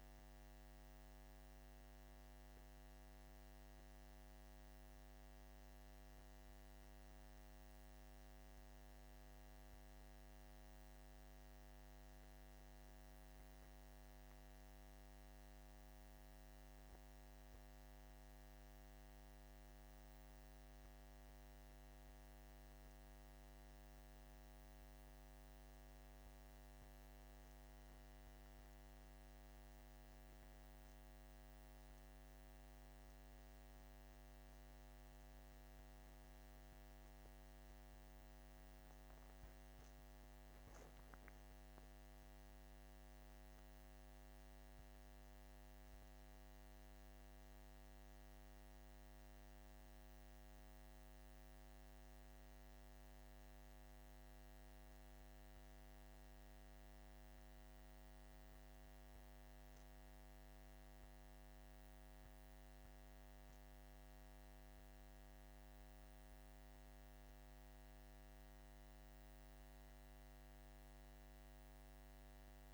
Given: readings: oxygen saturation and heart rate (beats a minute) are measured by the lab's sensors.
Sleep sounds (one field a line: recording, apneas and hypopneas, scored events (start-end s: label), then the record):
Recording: breathing in sleep, hard to hear, by a microphone on the trachea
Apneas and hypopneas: none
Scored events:
none scored
From the record:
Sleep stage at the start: N2 (light sleep)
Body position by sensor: on the back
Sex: male